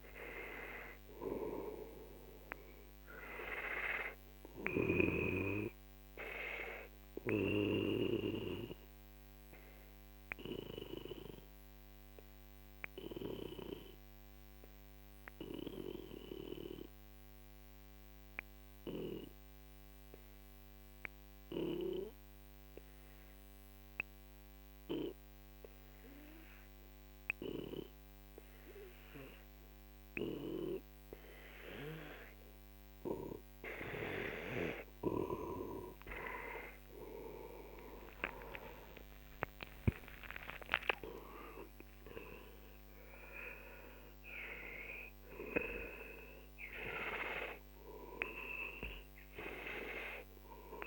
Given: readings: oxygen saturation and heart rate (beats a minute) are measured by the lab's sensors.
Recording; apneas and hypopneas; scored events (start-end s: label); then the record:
breathing in sleep by a microphone on the trachea; 1
0.00-10.00 s: oxygen desaturation (device-marked, oxygen 91% lowest, heart rate 42 extreme)
5.50-34.00 s: obstructive apnea (oxygen 98% before, 91% lowest, heart rate 56 before, 42 extreme, up 43 after)
34.00-50.87 s: oxygen desaturation (device-marked, oxygen 97% before, 91% lowest, heart rate 47 before, 44 extreme)
37.50-41.00 s: arousal
From the record:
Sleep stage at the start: N2 (light sleep); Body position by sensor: on the back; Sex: male